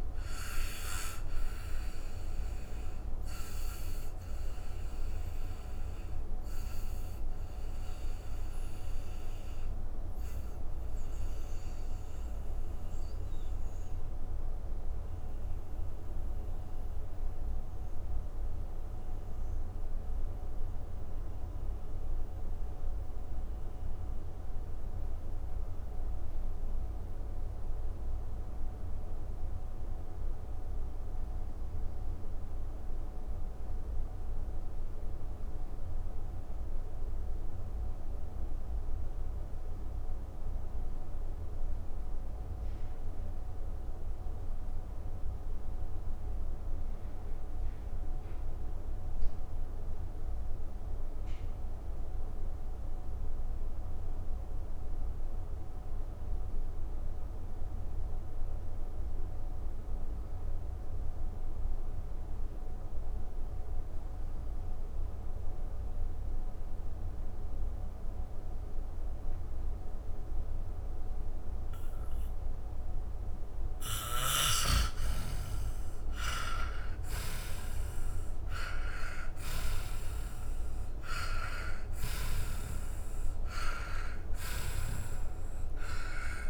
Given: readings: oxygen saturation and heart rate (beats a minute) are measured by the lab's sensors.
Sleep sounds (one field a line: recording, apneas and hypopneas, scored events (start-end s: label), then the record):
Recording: breathing in sleep by a room microphone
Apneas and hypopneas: 1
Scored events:
0.00-34.00 s: oxygen desaturation (device-marked, oxygen 83% lowest, heart rate 87 extreme)
2.50-71.50 s: mixed apnea (oxygen 97% before, 82% lowest)
59.00-86.50 s: oxygen desaturation (device-marked, oxygen 97% before, 82% lowest)
73.50-79.00 s: arousal
From the record:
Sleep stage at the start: N2 (light sleep)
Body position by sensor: on the back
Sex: male